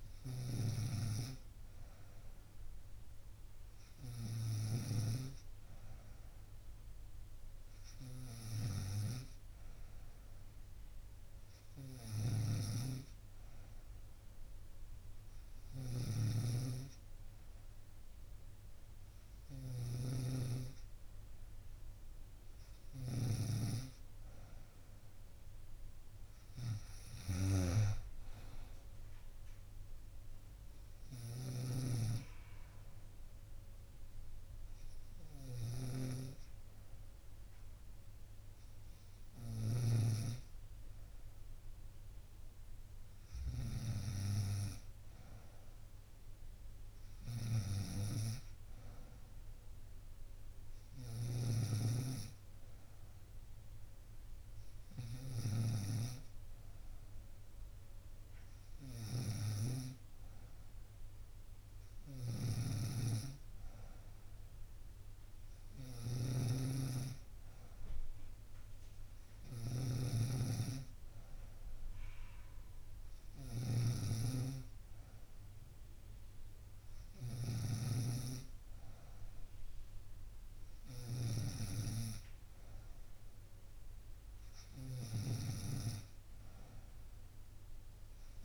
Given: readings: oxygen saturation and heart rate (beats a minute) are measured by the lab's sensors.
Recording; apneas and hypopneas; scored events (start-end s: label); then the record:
breathing in sleep by a room microphone; none
0.00-40.00 s: snoring (device-marked)
51.00-88.45 s: snoring (device-marked)
63.50-88.45 s: new sleep stage, N3 (deep sleep)
From the record:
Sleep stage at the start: N2 (light sleep); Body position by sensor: on the right side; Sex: female